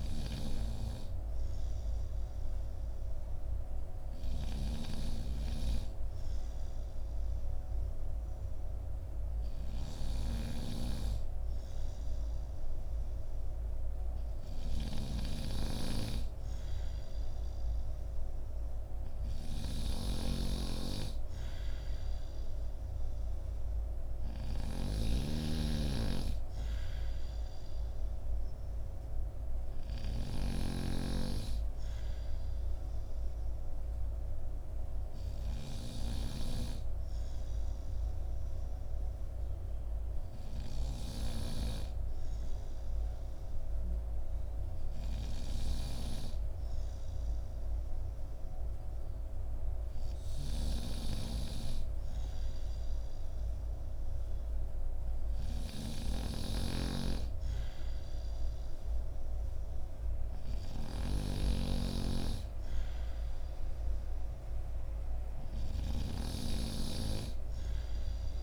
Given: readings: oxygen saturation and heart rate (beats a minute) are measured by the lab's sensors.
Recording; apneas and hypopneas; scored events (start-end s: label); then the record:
breathing in sleep by a room microphone; none
14.00-41.00 s: snoring (device-marked)
56.00-68.43 s: snoring (device-marked)
From the record:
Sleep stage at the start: N2 (light sleep); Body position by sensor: on the back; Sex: male